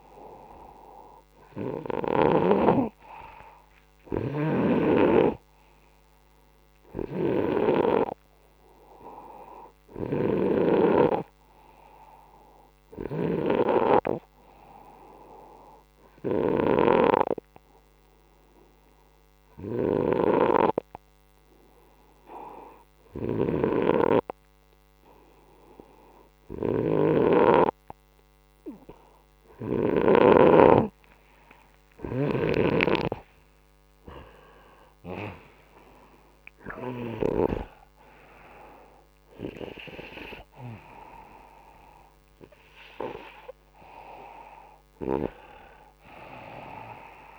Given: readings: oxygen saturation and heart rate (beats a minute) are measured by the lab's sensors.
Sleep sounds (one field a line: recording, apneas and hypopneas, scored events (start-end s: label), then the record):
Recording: breathing in sleep by a microphone on the trachea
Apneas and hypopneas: none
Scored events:
0.00-2.50 s: snoring (device-marked)
1.50-26.50 s: oxygen desaturation (device-marked, oxygen 97% before, 92% lowest, heart rate 67 before, 65 extreme)
26.50-30.50 s: snoring (device-marked)
30.00-34.50 s: arousal
From the record:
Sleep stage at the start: N2 (light sleep)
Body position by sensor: upright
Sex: male